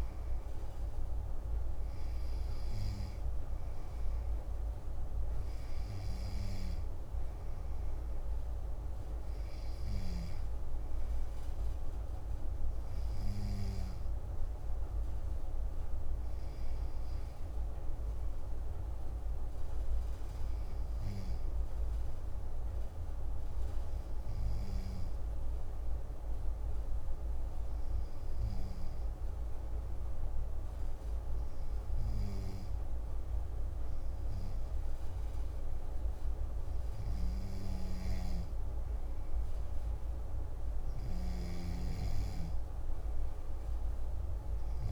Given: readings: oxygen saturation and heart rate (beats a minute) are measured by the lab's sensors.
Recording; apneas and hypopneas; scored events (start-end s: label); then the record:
breathing in sleep, hard to hear, by a room microphone; none
0.00-1.00 s: arousal
From the record:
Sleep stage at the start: N2 (light sleep); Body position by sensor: on the back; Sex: male